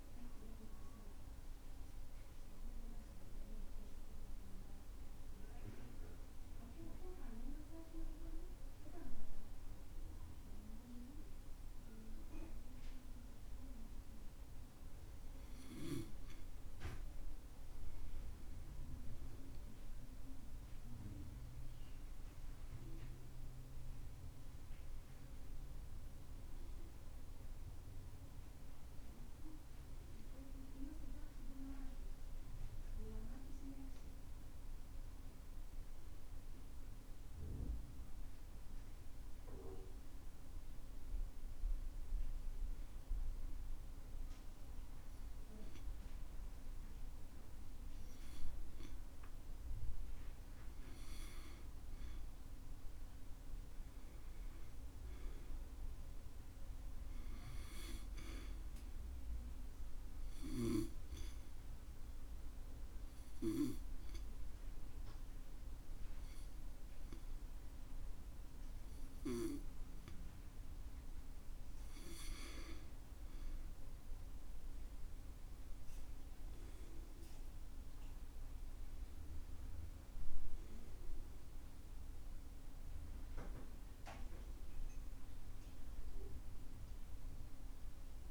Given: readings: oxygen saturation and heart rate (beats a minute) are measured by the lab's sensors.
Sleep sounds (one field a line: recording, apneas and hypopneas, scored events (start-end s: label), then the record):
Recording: breathing in sleep by a room microphone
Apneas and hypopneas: 3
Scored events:
0.00-1.50 s: arousal
4.00-18.00 s: hypopnea (oxygen 98% before, 91% lowest, heart rate 67 before, 64 extreme, up 10 after)
15.50-48.50 s: oxygen desaturation (device-marked, oxygen 97% before, 91% lowest, heart rate 66 before, 66 extreme)
20.50-25.00 s: arousal
40.00-50.00 s: obstructive apnea (oxygen 96% before, 90% lowest, heart rate 72 before, 66 extreme, up 4 after)
51.50-56.00 s: arousal
58.50-78.50 s: oxygen desaturation (device-marked, oxygen 95% before, 91% lowest, heart rate 68 before, 66 extreme)
60.00-73.00 s: obstructive apnea (oxygen 95% before, 90% lowest, heart rate 68 before, 66 extreme, up 12 after)
78.00-83.50 s: arousal
From the record:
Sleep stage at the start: N1 (lightest sleep)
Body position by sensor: on the back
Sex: male